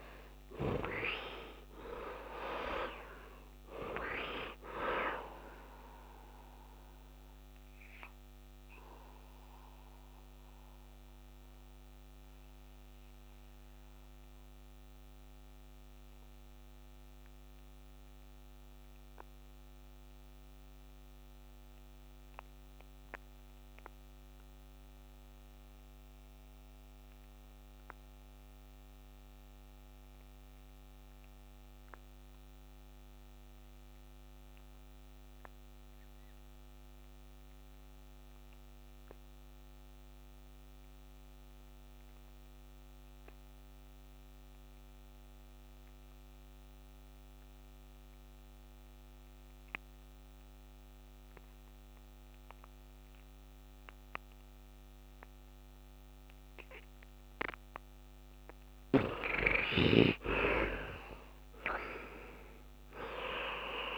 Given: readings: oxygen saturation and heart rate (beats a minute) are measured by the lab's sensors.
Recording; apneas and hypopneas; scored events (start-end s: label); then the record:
breathing in sleep by a microphone on the trachea; 1
0.00-2.00 s: arousal
0.00-27.50 s: oxygen desaturation (device-marked, oxygen 46% lowest, heart rate 62 extreme)
7.00-57.00 s: mixed apnea (oxygen 95% before, 40% lowest, heart rate 77 before, 62 extreme, up 23 after)
36.50-63.97 s: oxygen desaturation (device-marked, oxygen 98% before, 40% lowest, heart rate 70 before, 63 extreme)
59.00-63.50 s: arousal
From the record:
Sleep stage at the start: N2 (light sleep); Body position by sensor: on the right side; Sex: male